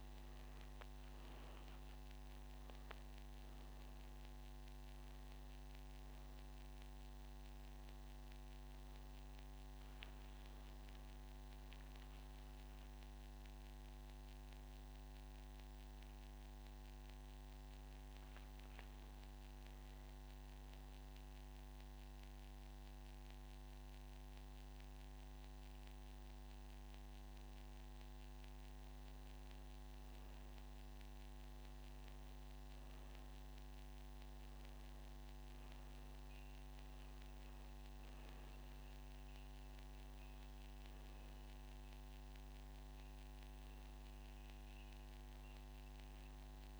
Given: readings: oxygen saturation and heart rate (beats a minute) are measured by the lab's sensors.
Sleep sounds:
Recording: breathing in sleep, hard to hear, by a microphone on the trachea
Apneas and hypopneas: none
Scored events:
none scored
From the record:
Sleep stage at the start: N1 (lightest sleep)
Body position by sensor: on the back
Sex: male

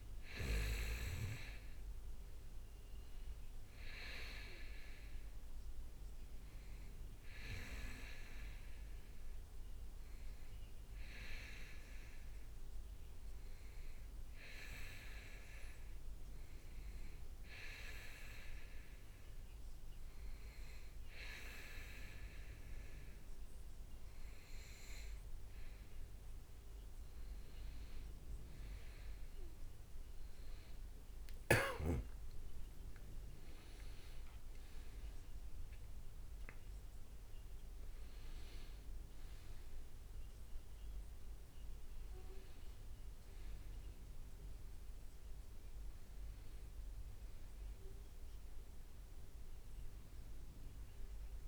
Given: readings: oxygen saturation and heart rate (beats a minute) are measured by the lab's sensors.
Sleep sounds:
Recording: breathing in sleep by a room microphone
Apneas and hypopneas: 1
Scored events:
0.00-3.00 s: leg movement (device-marked)
7.00-24.00 s: hypopnea (oxygen 98% before, 95% lowest, heart rate 69 before, 66 extreme, up 4 after)
31.00-34.00 s: leg movement (device-marked)
32.00-36.50 s: arousal
From the record:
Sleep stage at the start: N2 (light sleep)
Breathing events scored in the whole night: 186 in 6.1 hours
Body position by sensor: on the back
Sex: male

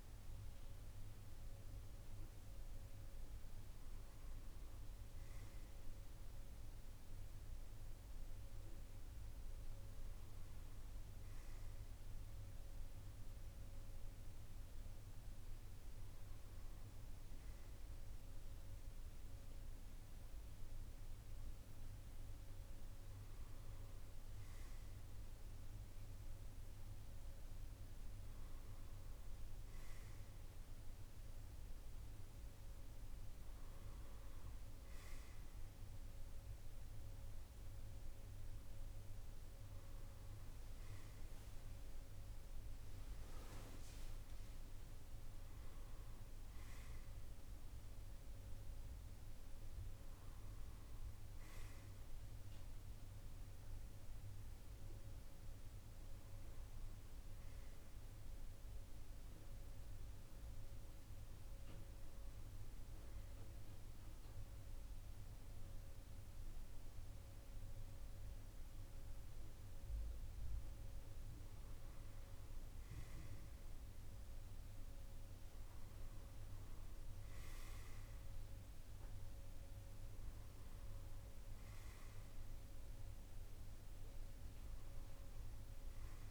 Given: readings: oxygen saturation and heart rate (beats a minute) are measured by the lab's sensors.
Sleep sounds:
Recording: breathing in sleep, hard to hear, by a room microphone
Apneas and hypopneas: 1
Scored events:
60.00-71.00 s: hypopnea (oxygen 96% before, 92% lowest, heart rate 62 before, 56 extreme, up 3 after)
73.50-77.50 s: arousal
76.50-86.31 s: oxygen desaturation (device-marked, oxygen 95% before, 92% lowest, heart rate 58 before, 55 extreme)
From the record:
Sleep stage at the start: N1 (lightest sleep)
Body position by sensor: on the back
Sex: male

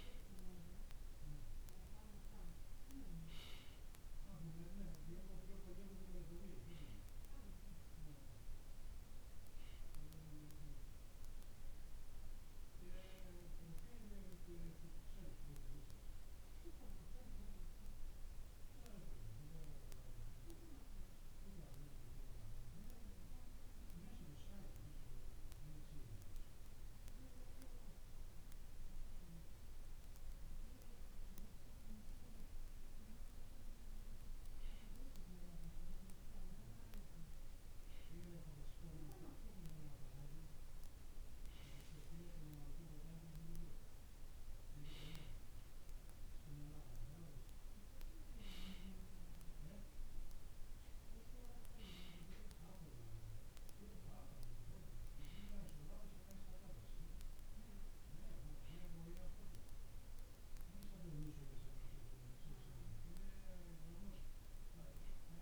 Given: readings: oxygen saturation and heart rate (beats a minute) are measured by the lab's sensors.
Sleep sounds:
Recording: breathing in sleep by a room microphone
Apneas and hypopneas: none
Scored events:
none scored
From the record:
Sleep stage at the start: N2 (light sleep)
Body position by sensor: on the right side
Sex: male

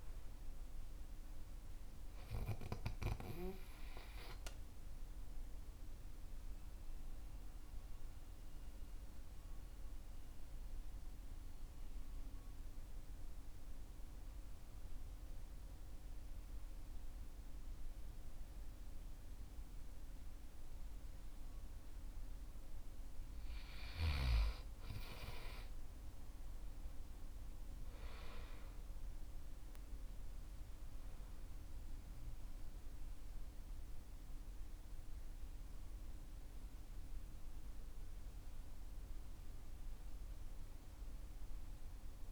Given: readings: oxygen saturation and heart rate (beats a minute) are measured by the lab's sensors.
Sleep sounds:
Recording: breathing in sleep by a room microphone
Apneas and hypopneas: 1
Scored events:
0.00-1.00 s: arousal
7.50-22.50 s: central apnea (oxygen 97% before, 92% lowest, heart rate 56 before, 47 extreme, up 19 after)
22.00-31.00 s: oxygen desaturation (device-marked, oxygen 97% before, 92% lowest, heart rate 51 before, 51 extreme)
34.00-39.50 s: arousal
From the record:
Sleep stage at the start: N2 (light sleep)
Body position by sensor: on the back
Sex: male

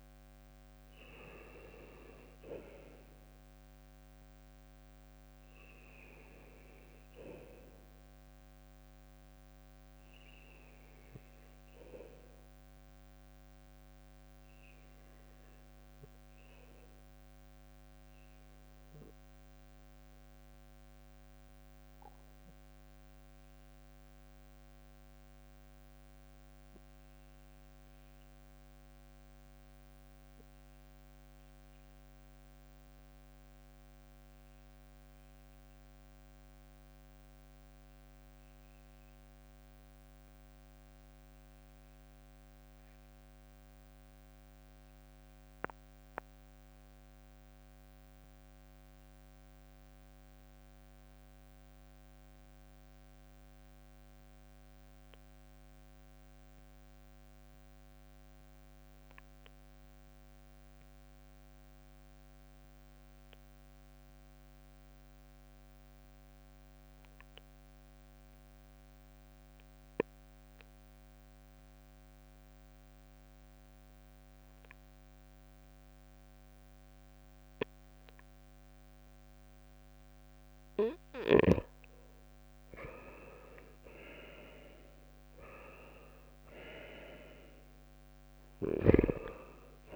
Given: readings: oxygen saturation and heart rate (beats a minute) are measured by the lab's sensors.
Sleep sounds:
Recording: breathing in sleep by a microphone on the trachea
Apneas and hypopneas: 1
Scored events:
15.50-26.50 s: oxygen desaturation (device-marked, oxygen 97% before, 92% lowest, heart rate 65 before, 65 extreme)
20.50-79.50 s: obstructive apnea (oxygen 97% before, 86% lowest, heart rate 66 before, 65 extreme, up 6 after)
53.50-89.96 s: oxygen desaturation (device-marked, oxygen 99% before, 92% lowest, heart rate 68 before, 67 extreme)
81.00-84.50 s: arousal
From the record:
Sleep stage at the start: N2 (light sleep)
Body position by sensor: on the right side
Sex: male

